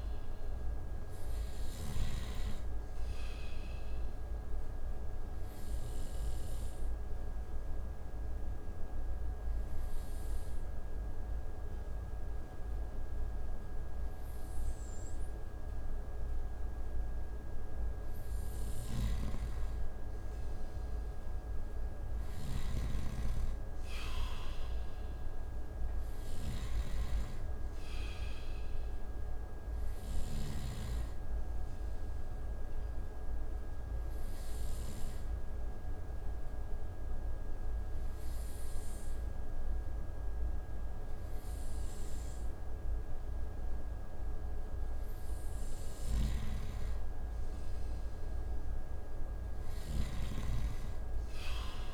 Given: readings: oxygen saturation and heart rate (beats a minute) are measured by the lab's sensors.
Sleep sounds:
breathing in sleep, hard to hear, by a room microphone; 2
0.00-1.50 s: snoring (device-marked)
2.00-18.00 s: oxygen desaturation (device-marked, oxygen 96% before, 91% lowest)
3.50-18.00 s: obstructive apnea (oxygen 96% before, 91% lowest)
18.00-34.50 s: snoring (device-marked)
20.00-22.50 s: arousal
29.00-44.00 s: obstructive apnea (oxygen 96% before, 90% lowest)
31.00-45.00 s: oxygen desaturation (device-marked, oxygen 96% before, 91% lowest)
45.50-51.94 s: snoring (device-marked)
46.00-50.00 s: arousal
From the record:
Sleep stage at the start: N2 (light sleep); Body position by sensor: on the right side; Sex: male

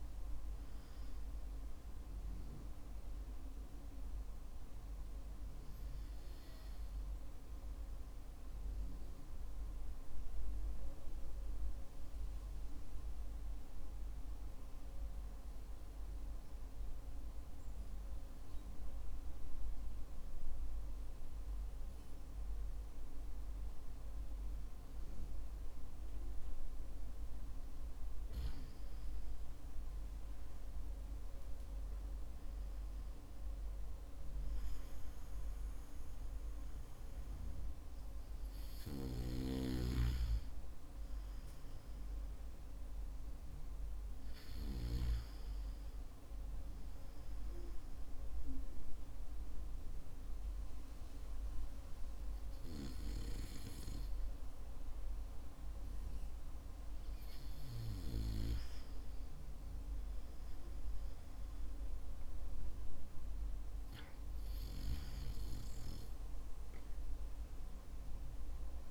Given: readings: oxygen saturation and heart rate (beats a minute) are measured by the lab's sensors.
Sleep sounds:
breathing in sleep by a room microphone; 1
0.00-9.00 s: oxygen desaturation (device-marked, oxygen 92% lowest, heart rate 47 extreme)
10.50-27.50 s: mixed apnea (oxygen 95% before, 92% lowest, heart rate 58 before, 48 extreme, up 14 after)
29.50-33.50 s: arousal
From the record:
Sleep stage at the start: N2 (light sleep); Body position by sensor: on the back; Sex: male

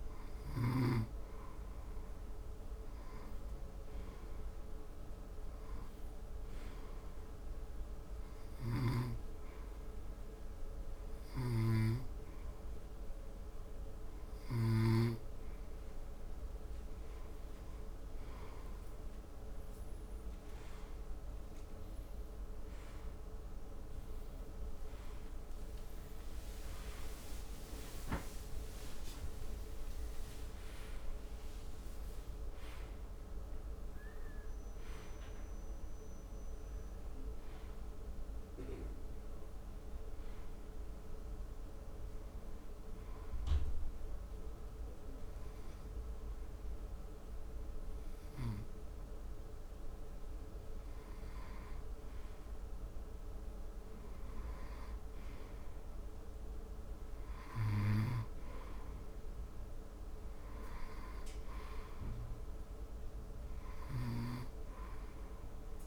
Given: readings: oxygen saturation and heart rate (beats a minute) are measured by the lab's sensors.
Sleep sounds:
breathing in sleep by a room microphone; 2
7.00-18.00 s: hypopnea (oxygen 93% before, 91% lowest, heart rate 79 before, 76 extreme, up 9 after)
8.00-65.87 s: new sleep stage, N1 (lightest sleep)
25.00-31.00 s: arousal
41.50-51.50 s: hypopnea (oxygen 93% before, 91% lowest, heart rate 88 before, 72 extreme, up 2 after)
54.50-58.50 s: arousal
62.00-65.87 s: oxygen desaturation (device-marked, oxygen 96% before, 91% lowest, heart rate 76 before, 72 extreme)
From the record:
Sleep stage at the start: N2 (light sleep); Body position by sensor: on the front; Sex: male

